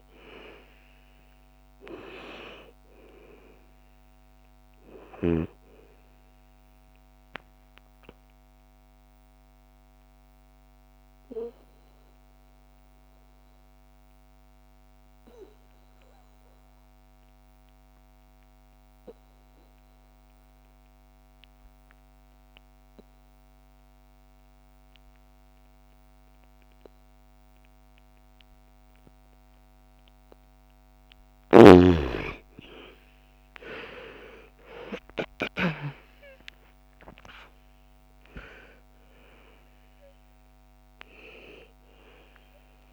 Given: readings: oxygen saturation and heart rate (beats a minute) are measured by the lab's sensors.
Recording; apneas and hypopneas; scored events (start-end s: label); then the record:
breathing in sleep by a microphone on the trachea; 1
0.00-14.50 s: oxygen desaturation (device-marked, oxygen 83% lowest, heart rate 55 extreme)
7.00-31.00 s: obstructive apnea (oxygen 99% before, 79% lowest, heart rate 65 before, 54 extreme, up 22 after)
26.50-42.93 s: oxygen desaturation (device-marked, oxygen 99% before, 80% lowest, heart rate 60 before, 54 extreme)
32.50-37.00 s: arousal
From the record:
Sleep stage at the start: N2 (light sleep); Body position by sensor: on the back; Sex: female